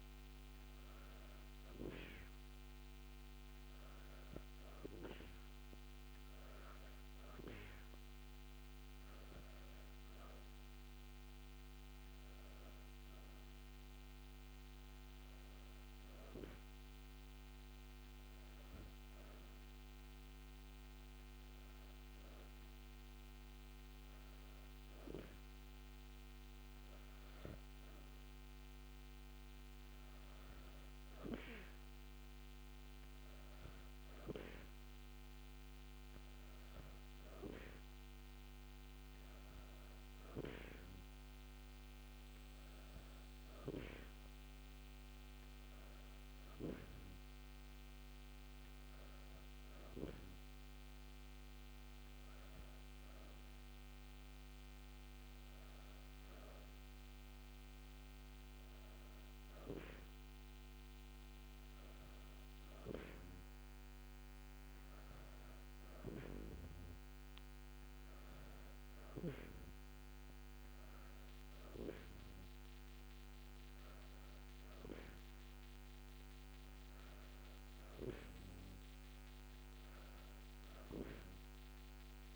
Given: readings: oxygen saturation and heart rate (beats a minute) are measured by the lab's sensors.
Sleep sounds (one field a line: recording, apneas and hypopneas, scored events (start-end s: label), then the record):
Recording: breathing in sleep by a microphone on the trachea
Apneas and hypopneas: none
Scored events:
none scored
From the record:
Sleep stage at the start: N2 (light sleep)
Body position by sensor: on the back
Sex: female